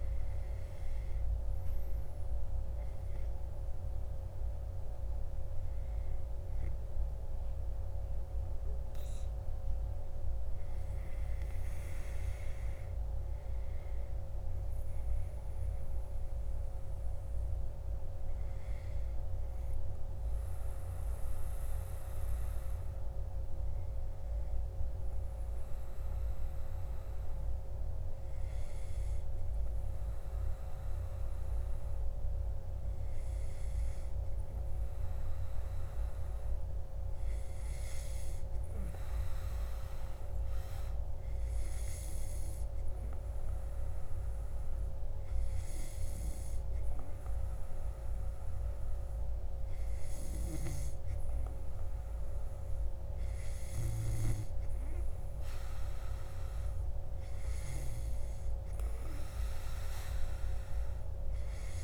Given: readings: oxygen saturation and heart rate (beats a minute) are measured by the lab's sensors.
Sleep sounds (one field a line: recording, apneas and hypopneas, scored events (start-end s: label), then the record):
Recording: breathing in sleep, hard to hear, by a room microphone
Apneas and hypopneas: none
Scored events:
none scored
From the record:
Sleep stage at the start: N2 (light sleep)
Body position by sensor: on the back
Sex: male